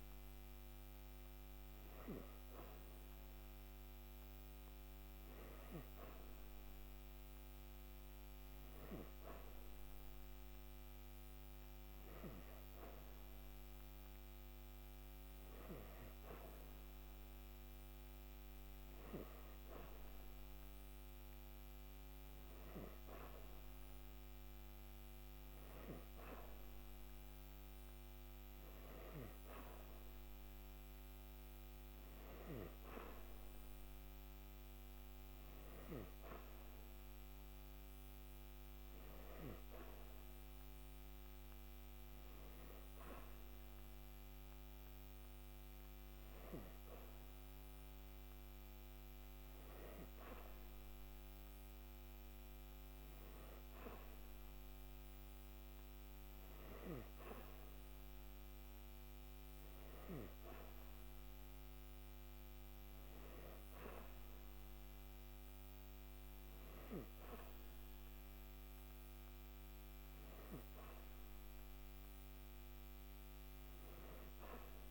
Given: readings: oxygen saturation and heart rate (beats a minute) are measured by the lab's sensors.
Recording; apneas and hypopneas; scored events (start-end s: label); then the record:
breathing in sleep by a microphone on the trachea; none
none scored
From the record:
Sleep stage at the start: N3 (deep sleep); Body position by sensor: on the back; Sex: female